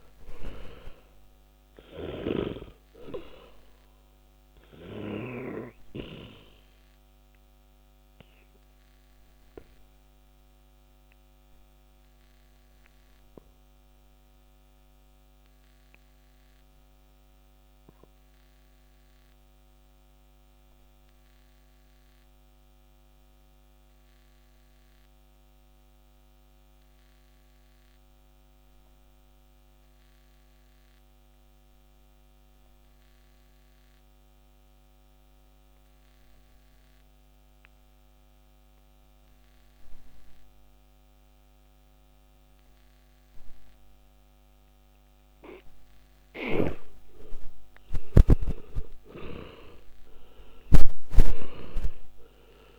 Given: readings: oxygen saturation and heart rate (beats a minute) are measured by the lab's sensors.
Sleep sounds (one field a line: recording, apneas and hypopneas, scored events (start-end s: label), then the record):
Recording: breathing in sleep by a microphone on the trachea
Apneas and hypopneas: 1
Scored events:
0.00-5.50 s: snoring (device-marked)
1.50-39.50 s: oxygen desaturation (device-marked, oxygen 97% before, 74% lowest, heart rate 58 before, 48 extreme)
6.00-46.50 s: obstructive apnea (oxygen 100% before, 74% lowest, heart rate 62 before, 44 extreme, up 20 after)
48.00-52.50 s: arousal
From the record:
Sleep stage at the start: N2 (light sleep)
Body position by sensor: on the back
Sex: male